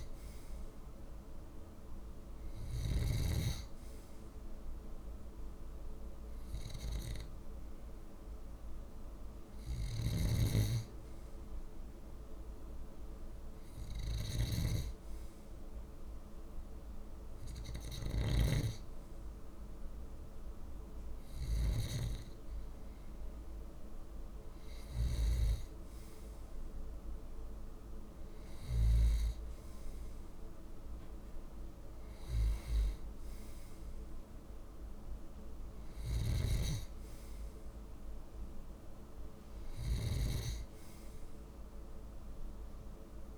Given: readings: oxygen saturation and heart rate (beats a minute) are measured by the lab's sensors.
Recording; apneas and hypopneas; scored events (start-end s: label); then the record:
breathing in sleep by a room microphone; none
0.00-3.00 s: snoring (device-marked)
9.50-21.50 s: snoring (device-marked)
35.50-43.38 s: snoring (device-marked)
From the record:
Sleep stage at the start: N2 (light sleep); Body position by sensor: on the left side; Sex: male